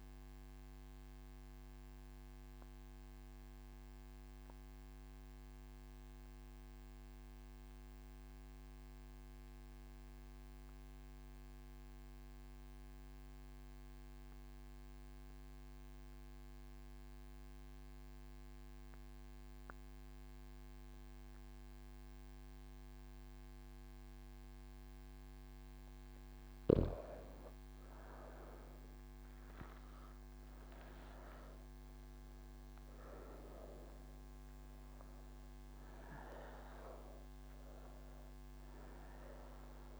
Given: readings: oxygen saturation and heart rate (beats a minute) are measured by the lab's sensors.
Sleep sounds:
breathing in sleep by a microphone on the trachea; none
28.00-39.99 s: oxygen desaturation (device-marked, oxygen 98% before, 94% lowest)
From the record:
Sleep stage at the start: N1 (lightest sleep); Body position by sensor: on the right side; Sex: female

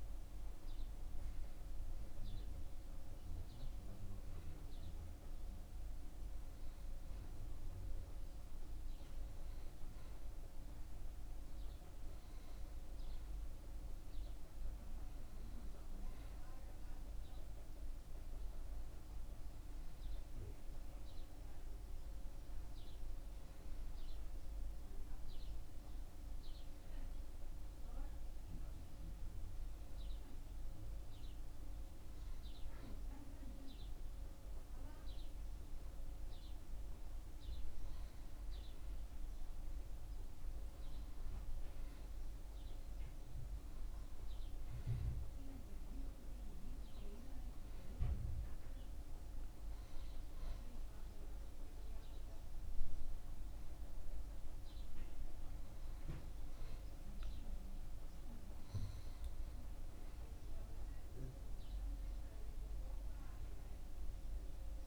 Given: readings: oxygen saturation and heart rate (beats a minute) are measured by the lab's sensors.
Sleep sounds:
breathing in sleep, hard to hear, by a room microphone; none
38.00-64.87 s: new sleep stage, N2 (light sleep)
From the record:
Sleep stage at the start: N1 (lightest sleep); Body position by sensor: on the back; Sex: male

